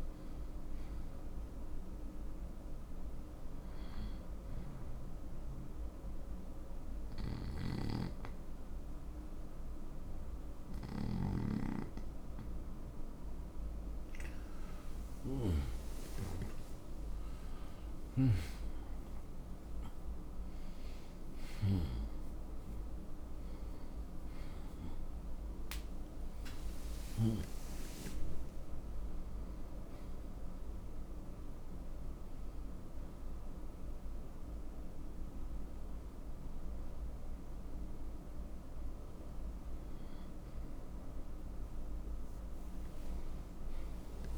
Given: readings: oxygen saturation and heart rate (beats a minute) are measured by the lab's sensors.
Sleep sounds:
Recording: breathing in sleep by a room microphone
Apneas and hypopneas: 1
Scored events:
4.50-15.50 s: hypopnea (oxygen 94% before, 89% lowest, heart rate 75 before, 70 extreme, up 12 after)
17.00-20.50 s: arousal
From the record:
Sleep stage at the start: N1 (lightest sleep)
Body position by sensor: on the right side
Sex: male

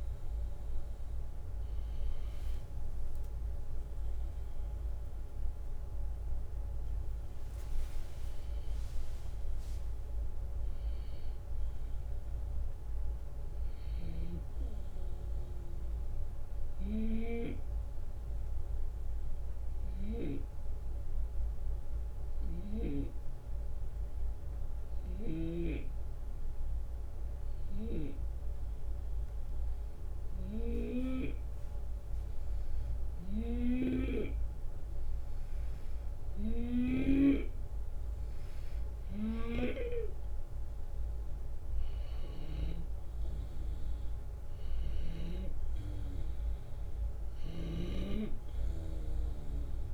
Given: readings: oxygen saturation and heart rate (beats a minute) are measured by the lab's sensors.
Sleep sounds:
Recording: breathing in sleep by a room microphone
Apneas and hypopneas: 1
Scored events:
0.00-12.50 s: drop in pulse transit time (device-marked, heart rate 73 extreme)
3.00-6.50 s: arousal
16.50-23.00 s: snoring (device-marked)
17.00-36.00 s: hypopnea (oxygen 93% before, 91% lowest, heart rate 79 before, 71 extreme, up 5 after)
30.00-37.00 s: snoring (device-marked)
39.50-44.00 s: arousal
42.50-49.94 s: drop in pulse transit time (device-marked, heart rate 74 before, 75 extreme)
From the record:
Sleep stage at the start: N2 (light sleep)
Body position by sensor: on the left side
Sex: male

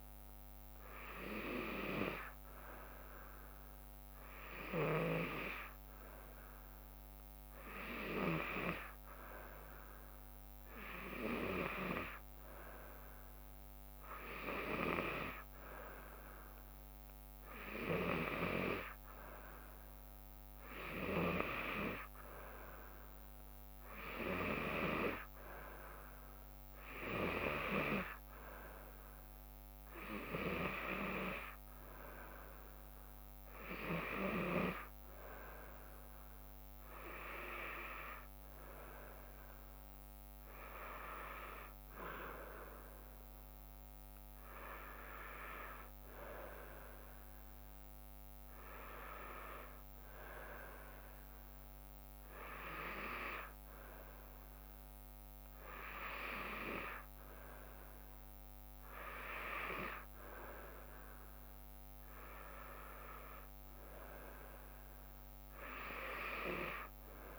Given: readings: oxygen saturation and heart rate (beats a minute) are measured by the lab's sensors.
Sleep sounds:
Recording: breathing in sleep by a microphone on the trachea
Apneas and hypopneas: none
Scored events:
30.00-41.00 s: drop in pulse transit time (device-marked, heart rate 74 before, 74 extreme)
From the record:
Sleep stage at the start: N2 (light sleep)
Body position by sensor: on the back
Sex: female

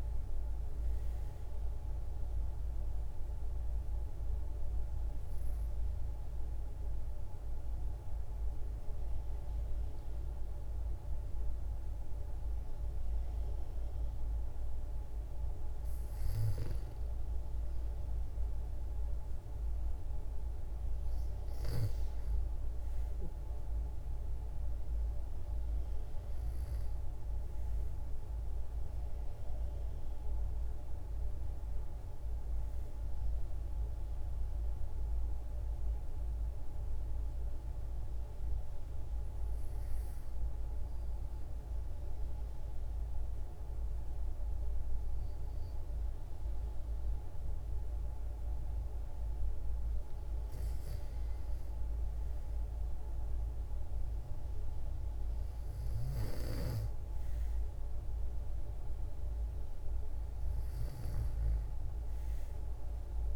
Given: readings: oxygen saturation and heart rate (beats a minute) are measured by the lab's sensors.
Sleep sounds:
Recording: breathing in sleep, hard to hear, by a room microphone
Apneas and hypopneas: 2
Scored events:
1.50-15.00 s: obstructive apnea (oxygen 98% before, 93% lowest, heart rate 65 before, 60 extreme, up 4 after)
2.00-10.00 s: oxygen desaturation (device-marked, oxygen 97% before, 93% lowest, heart rate 65 before, 60 extreme)
17.00-20.00 s: arousal
33.00-50.00 s: hypopnea (oxygen 96% before, 93% lowest, heart rate 64 before, 58 extreme, up 6 after)
52.00-55.00 s: arousal
From the record:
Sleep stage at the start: N2 (light sleep)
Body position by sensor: on the back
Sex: female

